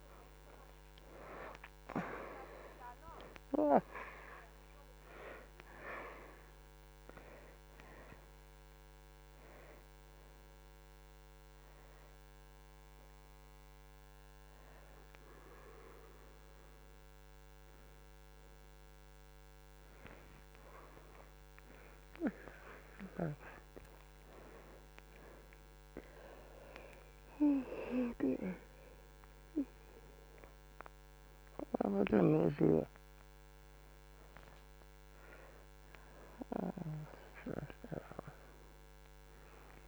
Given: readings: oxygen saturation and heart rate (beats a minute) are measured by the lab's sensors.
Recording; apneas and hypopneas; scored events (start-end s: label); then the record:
a person awake in a sleep study, by a microphone on the trachea; none
2.50-21.50 s: oxygen desaturation (device-marked, oxygen 89% before, 81% lowest)
From the record:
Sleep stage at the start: awake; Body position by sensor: on the right side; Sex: female